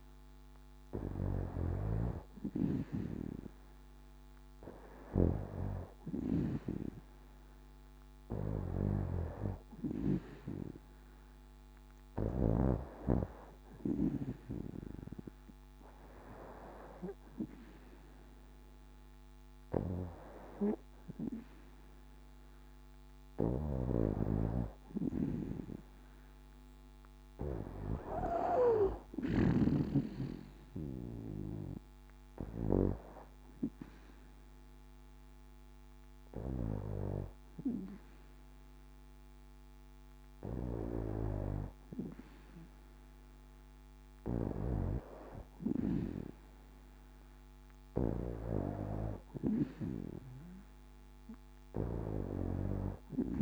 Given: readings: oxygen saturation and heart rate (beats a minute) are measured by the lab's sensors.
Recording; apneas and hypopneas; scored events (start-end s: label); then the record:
breathing in sleep by a microphone on the trachea; none
23.00-29.50 s: snoring (device-marked)
From the record:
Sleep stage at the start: N2 (light sleep); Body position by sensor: on the back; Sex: female